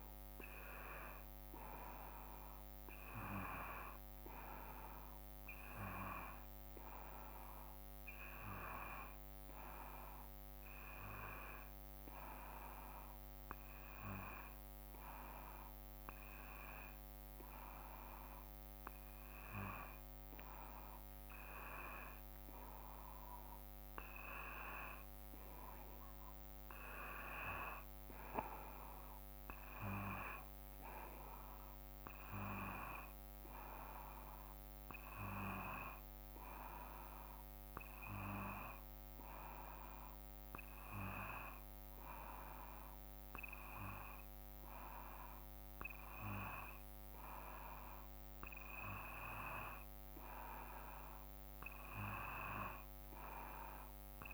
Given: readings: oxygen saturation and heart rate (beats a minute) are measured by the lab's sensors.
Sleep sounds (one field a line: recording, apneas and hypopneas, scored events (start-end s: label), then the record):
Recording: breathing in sleep by a microphone on the trachea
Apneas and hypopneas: none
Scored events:
21.00-23.00 s: long interval between heartbeats (device-marked, heart rate 58 before, 83 extreme)
From the record:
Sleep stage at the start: N2 (light sleep)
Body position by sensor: on the back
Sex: male